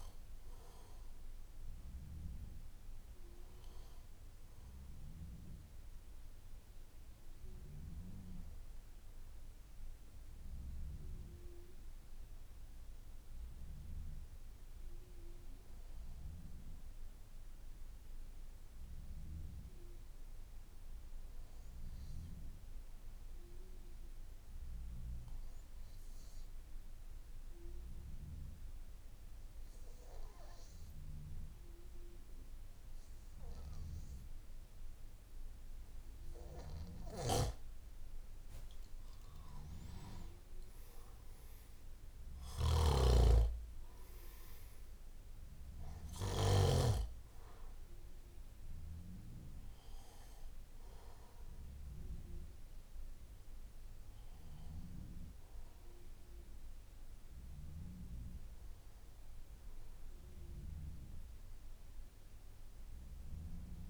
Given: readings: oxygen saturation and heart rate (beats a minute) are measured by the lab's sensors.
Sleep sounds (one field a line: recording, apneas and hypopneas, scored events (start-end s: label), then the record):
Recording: breathing in sleep by a room microphone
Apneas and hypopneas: 1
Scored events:
0.00-7.00 s: oxygen desaturation (device-marked, oxygen 92% lowest, heart rate 51 extreme)
10.00-36.00 s: obstructive apnea (oxygen 97% before, 91% lowest, heart rate 56 before, 52 extreme, up 4 after)
38.00-63.90 s: oxygen desaturation (device-marked, oxygen 98% before, 91% lowest, heart rate 56 before, 52 extreme)
42.00-46.50 s: snoring (device-marked)
From the record:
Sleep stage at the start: N3 (deep sleep)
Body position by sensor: on the back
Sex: male